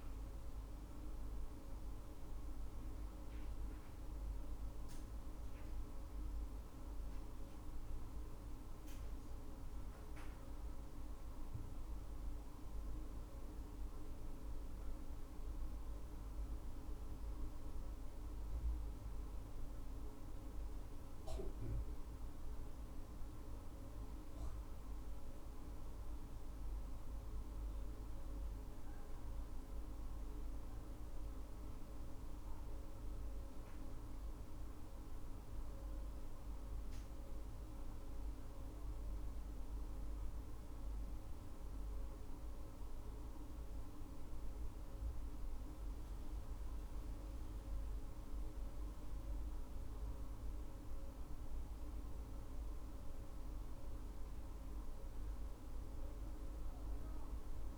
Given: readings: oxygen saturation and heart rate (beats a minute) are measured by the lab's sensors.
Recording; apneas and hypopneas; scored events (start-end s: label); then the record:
breathing in sleep, hard to hear, by a room microphone; none
none scored
From the record:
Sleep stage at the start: N2 (light sleep); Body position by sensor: on the right side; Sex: female